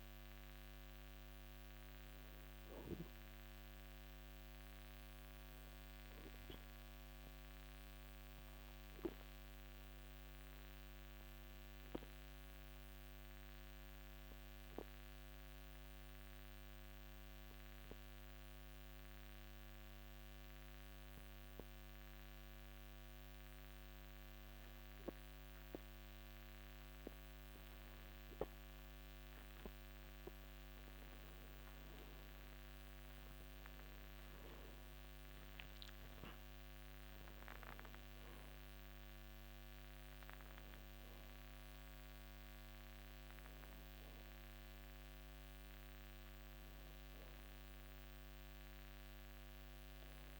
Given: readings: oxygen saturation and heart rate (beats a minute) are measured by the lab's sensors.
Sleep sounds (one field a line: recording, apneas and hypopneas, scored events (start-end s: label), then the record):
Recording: breathing in sleep, hard to hear, by a microphone on the trachea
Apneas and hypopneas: 1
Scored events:
12.00-28.00 s: obstructive apnea (oxygen 97% before, 90% lowest, heart rate 82 before, 55 extreme, up 28 after)
28.50-50.40 s: oxygen desaturation (device-marked, oxygen 96% before, 90% lowest, heart rate 71 before, 55 extreme)
33.50-38.00 s: arousal
From the record:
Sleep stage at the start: N2 (light sleep)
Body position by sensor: on the back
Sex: male